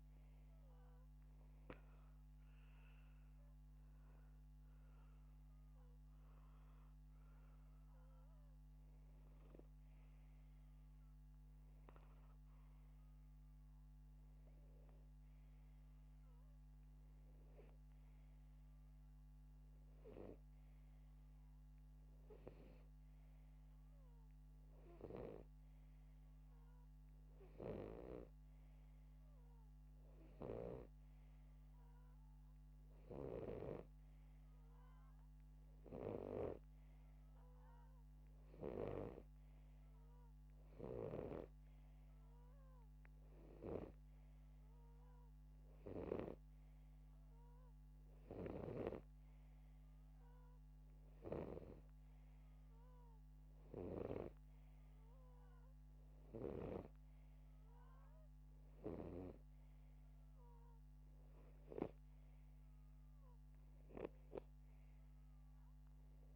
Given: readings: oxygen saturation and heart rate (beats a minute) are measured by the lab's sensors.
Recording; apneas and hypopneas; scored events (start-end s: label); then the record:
breathing in sleep by a microphone on the trachea; none
41.50-47.00 s: snoring (device-marked)
From the record:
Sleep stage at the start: N2 (light sleep); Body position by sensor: upright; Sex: male